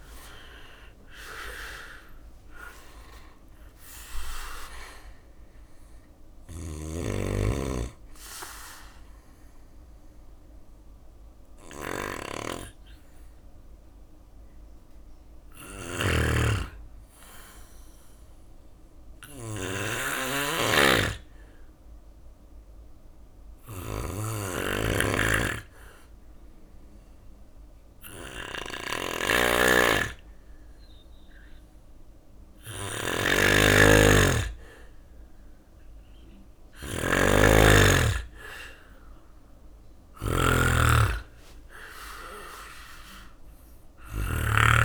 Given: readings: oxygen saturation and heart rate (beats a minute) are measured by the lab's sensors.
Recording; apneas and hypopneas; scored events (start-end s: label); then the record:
breathing in sleep by a room microphone; 1
0.00-1.50 s: arousal
0.00-12.50 s: drop in pulse transit time (device-marked, heart rate 63 extreme)
2.00-4.00 s: long interval between heartbeats (device-marked, heart rate 65 before, 82 extreme)
3.50-17.50 s: oxygen desaturation (device-marked, oxygen 99% before, 92% lowest, heart rate 67 before, 63 extreme)
5.50-44.85 s: snoring (device-marked)
18.50-31.50 s: obstructive apnea (oxygen 99% before, 92% lowest, heart rate 71 before, 64 extreme, up 4 after)
34.00-38.50 s: arousal
37.50-44.85 s: oxygen desaturation (device-marked, oxygen 97% before, 92% lowest, heart rate 67 before, 63 extreme)
39.50-44.85 s: drop in pulse transit time (device-marked, heart rate 67 before, 65 extreme)
From the record:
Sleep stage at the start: N2 (light sleep); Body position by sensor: on the back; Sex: male